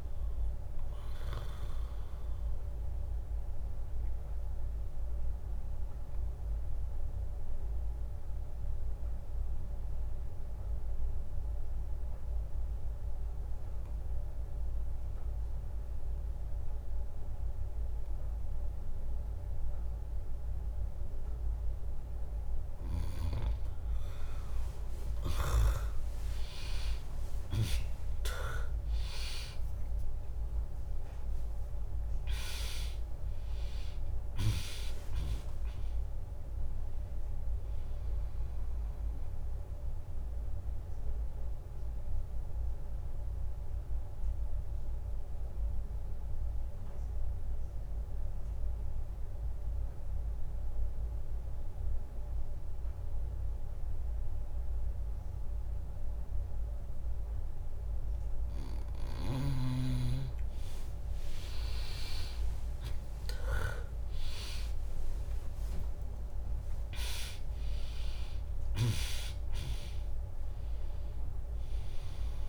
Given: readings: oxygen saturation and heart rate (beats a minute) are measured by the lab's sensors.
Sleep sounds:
breathing in sleep by a room microphone; 2
0.00-6.50 s: drop in pulse transit time (device-marked, heart rate 61 extreme)
2.00-22.50 s: obstructive apnea (oxygen 99% before, 96% lowest, heart rate 71 before, 60 extreme)
24.50-29.00 s: arousal
28.50-40.50 s: drop in pulse transit time (device-marked, heart rate 72 before, 63 extreme)
29.50-40.50 s: oxygen desaturation (device-marked, oxygen 100% before, 96% lowest, heart rate 71 before, 61 extreme)
39.50-58.00 s: obstructive apnea (oxygen 100% before, 96% lowest, heart rate 73 before, 61 extreme, up 3 after)
60.50-64.50 s: arousal
63.50-72.49 s: drop in pulse transit time (device-marked, heart rate 64 before, 63 extreme)
From the record:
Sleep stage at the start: N2 (light sleep); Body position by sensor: on the back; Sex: female

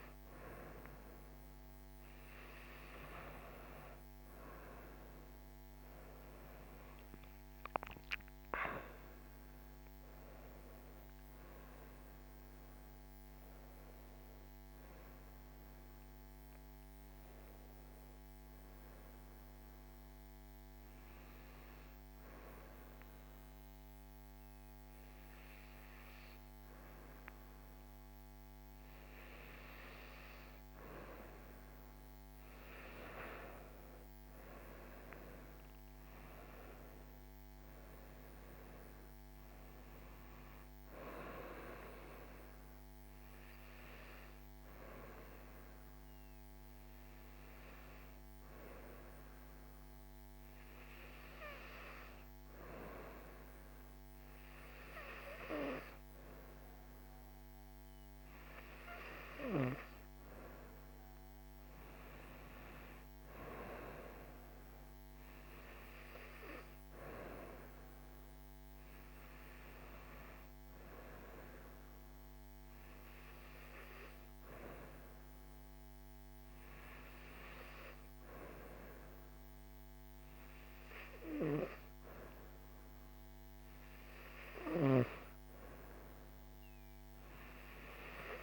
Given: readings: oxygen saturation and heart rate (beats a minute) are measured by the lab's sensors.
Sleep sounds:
breathing in sleep by a microphone on the trachea; 2
7.50-12.00 s: arousal
19.00-31.50 s: obstructive apnea (oxygen 97% before, 94% lowest, heart rate 76 before, 68 extreme, up 2 after)
33.50-38.50 s: arousal
43.00-56.00 s: obstructive apnea (oxygen 98% before, 93% lowest, heart rate 70 before, 70 extreme, up 1 after)
59.00-63.00 s: arousal
From the record:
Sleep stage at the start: REM sleep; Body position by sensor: on the right side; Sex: female

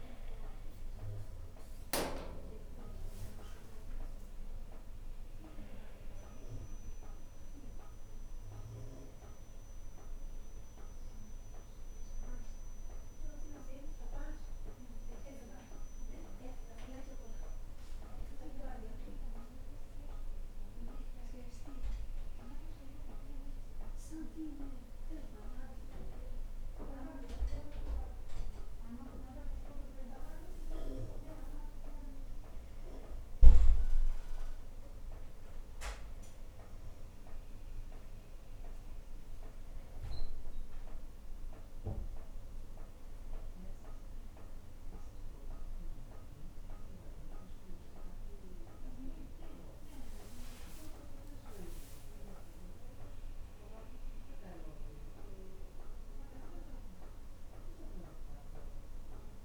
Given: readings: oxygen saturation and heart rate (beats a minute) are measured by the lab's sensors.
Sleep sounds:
breathing in sleep by a room microphone; none
25.50-59.45 s: new sleep stage, N1 (lightest sleep)
50.50-56.00 s: arousal
From the record:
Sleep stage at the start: N2 (light sleep); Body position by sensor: on the right side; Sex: female

